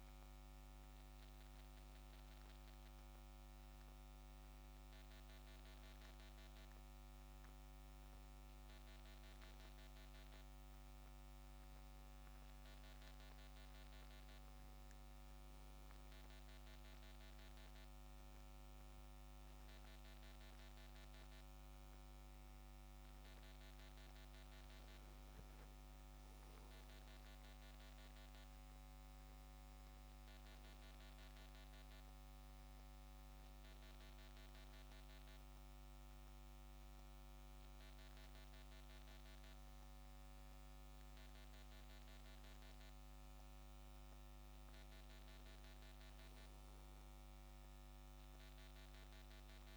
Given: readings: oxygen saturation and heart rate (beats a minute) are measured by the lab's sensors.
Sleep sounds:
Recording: breathing in sleep, hard to hear, by a microphone on the trachea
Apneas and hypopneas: none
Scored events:
none scored
From the record:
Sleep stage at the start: N1 (lightest sleep)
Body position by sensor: on the back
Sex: male

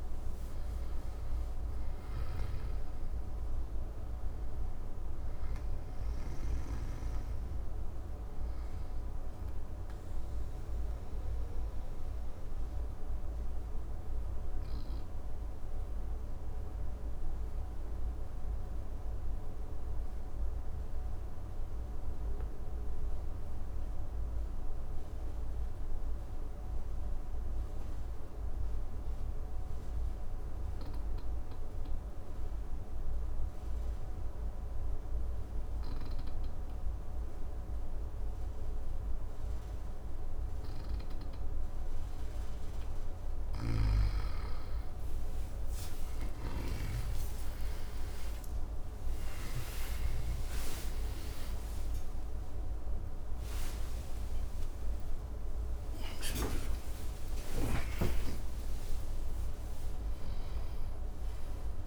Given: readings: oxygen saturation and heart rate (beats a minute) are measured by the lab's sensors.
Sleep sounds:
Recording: breathing in sleep, hard to hear, by a room microphone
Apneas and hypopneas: 1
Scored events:
0.00-21.00 s: oxygen desaturation (device-marked, oxygen 89% lowest, heart rate 55 extreme)
9.00-42.50 s: obstructive apnea (oxygen 98% before, 89% lowest, heart rate 66 before, 55 extreme, up 32 after)
40.00-61.87 s: oxygen desaturation (device-marked, oxygen 99% before, 91% lowest, heart rate 56 before, 54 extreme)
45.00-49.50 s: snoring (device-marked)
45.00-53.50 s: arousal
58.00-61.87 s: new sleep stage, N1 (lightest sleep)
From the record:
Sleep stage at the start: N2 (light sleep)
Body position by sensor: on the back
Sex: male

